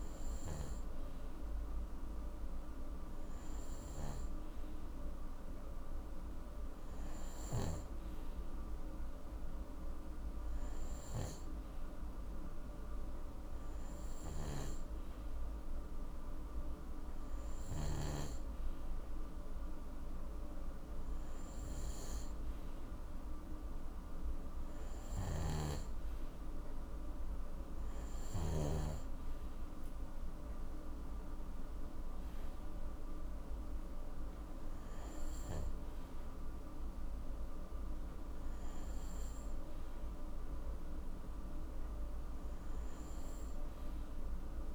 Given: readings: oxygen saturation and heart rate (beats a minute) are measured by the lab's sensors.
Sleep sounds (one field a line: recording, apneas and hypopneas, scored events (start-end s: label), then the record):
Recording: breathing in sleep, hard to hear, by a room microphone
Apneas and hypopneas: none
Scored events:
14.00-18.00 s: snoring (device-marked)
25.00-28.50 s: snoring (device-marked)
From the record:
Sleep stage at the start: N2 (light sleep)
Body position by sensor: on the right side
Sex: male